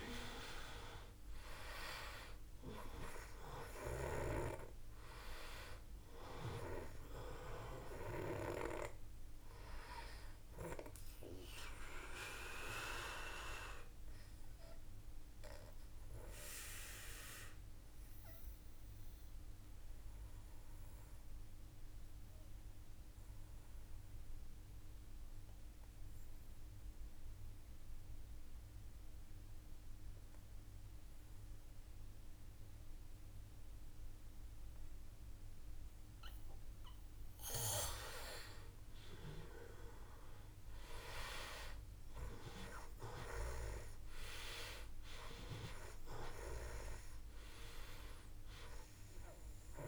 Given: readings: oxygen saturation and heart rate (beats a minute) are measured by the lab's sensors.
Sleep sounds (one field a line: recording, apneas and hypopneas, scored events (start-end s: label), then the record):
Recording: breathing in sleep by a room microphone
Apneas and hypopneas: 1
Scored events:
0.00-29.00 s: oxygen desaturation (device-marked, oxygen 87% lowest, heart rate 52 extreme)
11.00-35.50 s: obstructive apnea (oxygen 97% before, 87% lowest, heart rate 54 before, 52 extreme, up 4 after)
37.50-42.00 s: arousal
43.00-49.88 s: oxygen desaturation (device-marked, oxygen 97% before, 91% lowest, heart rate 54 before, 51 extreme)
From the record:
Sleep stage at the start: N2 (light sleep)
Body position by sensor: on the back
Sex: male